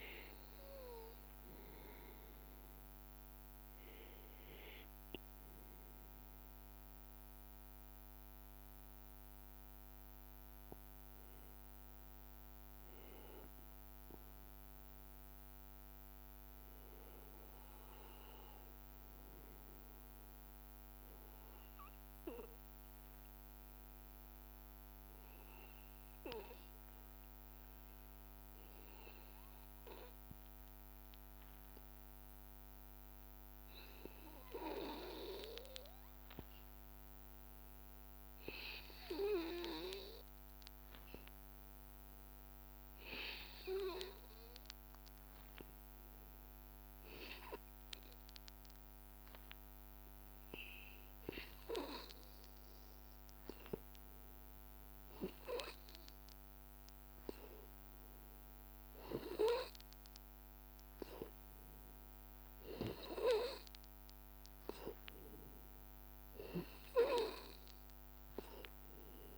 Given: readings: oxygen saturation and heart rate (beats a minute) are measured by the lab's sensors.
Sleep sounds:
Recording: breathing in sleep by a microphone on the trachea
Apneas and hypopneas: 1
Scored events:
0.00-3.50 s: arousal
0.00-4.50 s: oxygen desaturation (device-marked, oxygen 90% lowest, heart rate 79 extreme)
6.00-26.00 s: hypopnea (oxygen 98% before, 91% lowest, heart rate 84 before, 77 extreme, up 1 after)
29.00-32.50 s: arousal
50.50-69.37 s: oxygen desaturation (device-marked, oxygen 95% before, 91% lowest, heart rate 78 before, 79 extreme)
From the record:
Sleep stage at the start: N2 (light sleep)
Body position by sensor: on the back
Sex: male

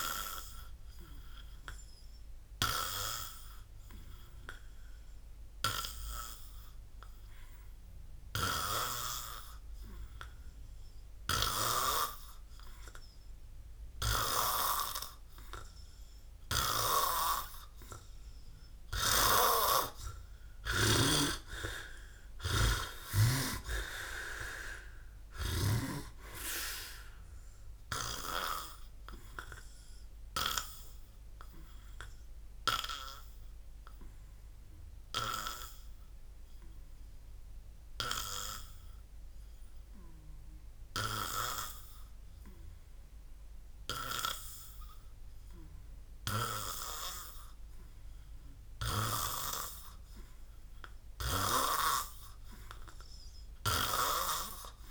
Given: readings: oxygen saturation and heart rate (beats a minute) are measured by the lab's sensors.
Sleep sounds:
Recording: breathing in sleep by a room microphone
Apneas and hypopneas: 2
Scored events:
0.00-29.50 s: oxygen desaturation (device-marked, oxygen 89% lowest, heart rate 56 extreme)
4.00-18.50 s: hypopnea (oxygen 97% before, 89% lowest, heart rate 66 before, 58 extreme, up 34 after)
18.50-25.50 s: snoring (device-marked)
19.00-24.00 s: arousal
38.50-50.50 s: hypopnea (oxygen 99% before, 89% lowest, heart rate 70 before, 55 extreme, up 5 after)
48.50-54.91 s: oxygen desaturation (device-marked, oxygen 96% before, 93% lowest, heart rate 62 before, 55 extreme)
From the record:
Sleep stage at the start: N2 (light sleep)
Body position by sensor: on the back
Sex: male

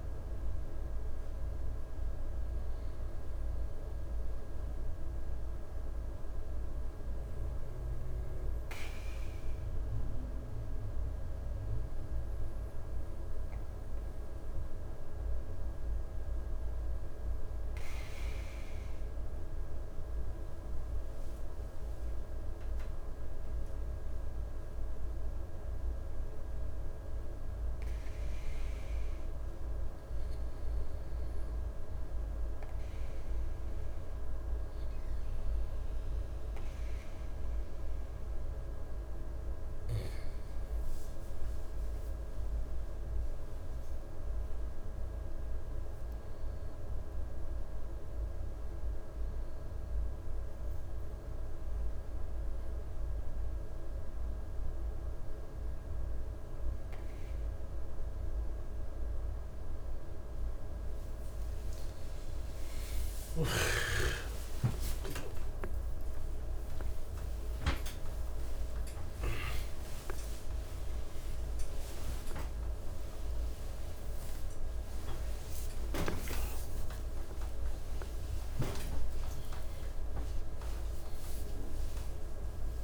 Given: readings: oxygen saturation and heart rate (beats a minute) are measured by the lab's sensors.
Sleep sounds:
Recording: breathing in sleep, hard to hear, by a room microphone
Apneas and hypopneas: 3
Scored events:
3.50-15.50 s: hypopnea (oxygen 97% before, 95% lowest, heart rate 64 before, 56 extreme, up 6 after)
19.00-23.50 s: arousal
29.00-42.00 s: hypopnea (oxygen 98% before, 95% lowest, heart rate 60 before, 59 extreme, up 11 after)
43.50-47.00 s: arousal
51.00-62.50 s: hypopnea (oxygen 98% before, 95% lowest, heart rate 63 before, 60 extreme)
61.00-81.00 s: tachycardia (device-marked, heart rate 66 before, 156 extreme)
70.00-82.84 s: new sleep stage, awake
From the record:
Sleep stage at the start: N2 (light sleep)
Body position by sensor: on the back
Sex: male

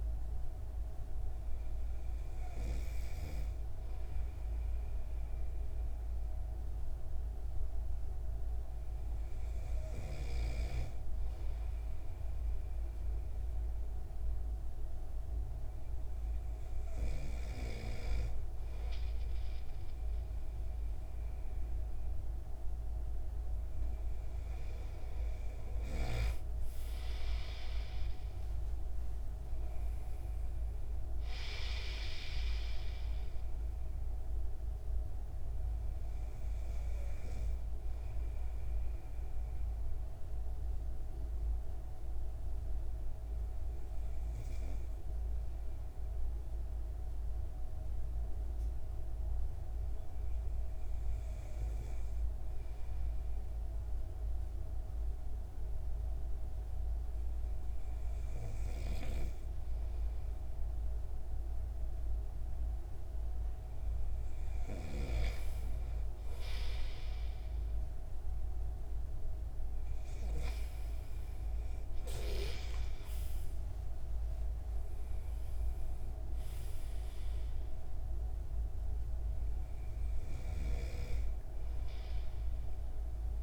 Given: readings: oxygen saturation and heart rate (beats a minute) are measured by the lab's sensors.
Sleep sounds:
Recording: breathing in sleep by a room microphone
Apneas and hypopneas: 1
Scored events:
30.50-33.50 s: arousal
37.50-61.00 s: hypopnea (oxygen 96% before, 93% lowest)
64.50-67.50 s: arousal
75.00-79.00 s: arousal
From the record:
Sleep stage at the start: N2 (light sleep)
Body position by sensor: on the right side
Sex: male

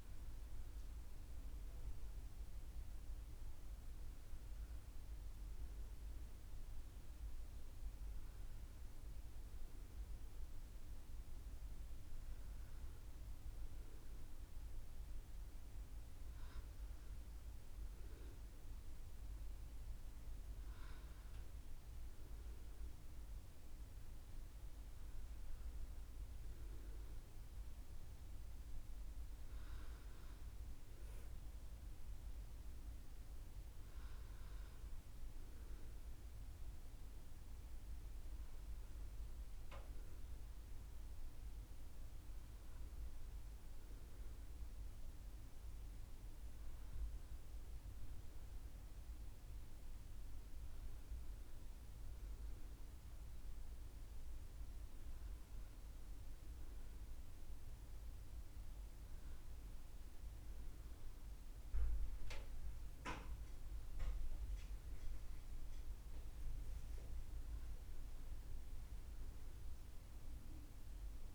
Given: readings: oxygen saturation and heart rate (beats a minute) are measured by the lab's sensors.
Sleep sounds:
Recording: breathing in sleep, hard to hear, by a room microphone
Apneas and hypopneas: none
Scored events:
38.00-42.50 s: arousal
50.50-71.35 s: new sleep stage, N1 (lightest sleep)
From the record:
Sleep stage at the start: N2 (light sleep)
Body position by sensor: on the back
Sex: female

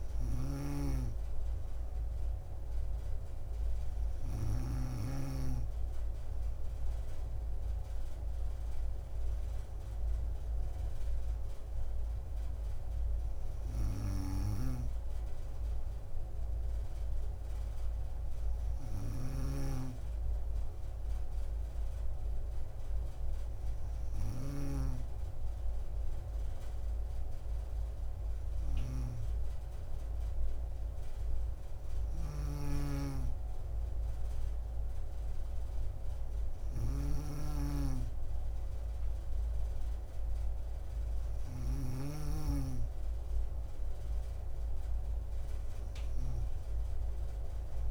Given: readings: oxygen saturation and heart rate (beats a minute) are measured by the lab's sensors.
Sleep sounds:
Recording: breathing in sleep by a room microphone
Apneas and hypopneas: none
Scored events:
0.00-4.50 s: snoring (device-marked)
19.00-42.00 s: snoring (device-marked)
From the record:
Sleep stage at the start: N2 (light sleep)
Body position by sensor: on the back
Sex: female

